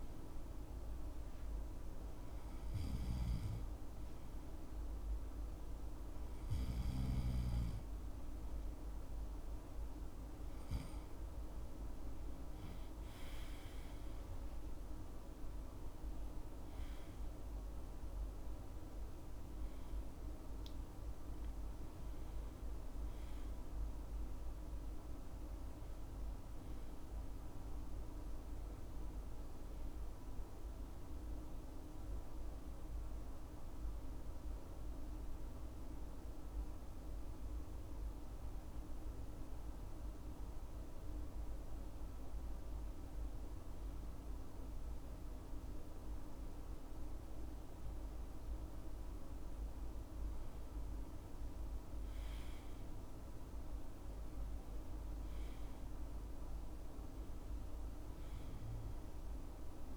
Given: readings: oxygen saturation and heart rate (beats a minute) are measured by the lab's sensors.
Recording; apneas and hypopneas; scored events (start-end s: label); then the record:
breathing in sleep, hard to hear, by a room microphone; none
none scored
From the record:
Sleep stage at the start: N2 (light sleep); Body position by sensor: on the left side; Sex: male